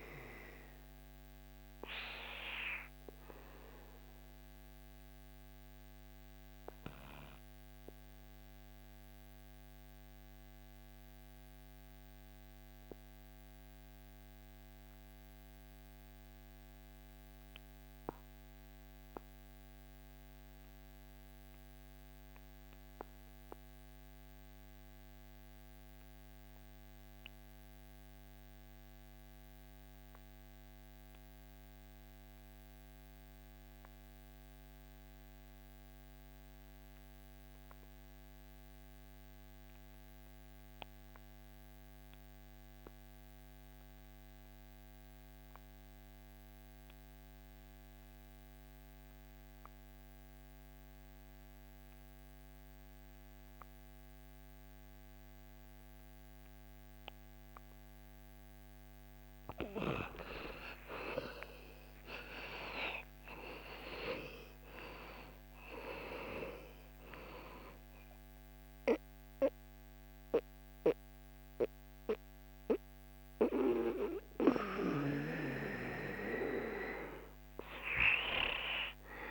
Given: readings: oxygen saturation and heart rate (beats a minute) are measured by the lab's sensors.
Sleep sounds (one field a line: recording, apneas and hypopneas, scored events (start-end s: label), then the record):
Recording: breathing in sleep by a microphone on the trachea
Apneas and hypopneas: 1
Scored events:
2.50-59.00 s: obstructive apnea (oxygen 99% before, 81% lowest, heart rate 75 before, 63 extreme, up 38 after)
52.00-65.00 s: oxygen desaturation (device-marked, oxygen 98% before, 95% lowest, heart rate 64 before, 64 extreme)
61.50-65.50 s: arousal
73.00-79.31 s: oxygen desaturation (device-marked, oxygen 96% before, 81% lowest, heart rate 79 before, 71 extreme)
From the record:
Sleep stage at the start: N2 (light sleep)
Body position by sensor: on the back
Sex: male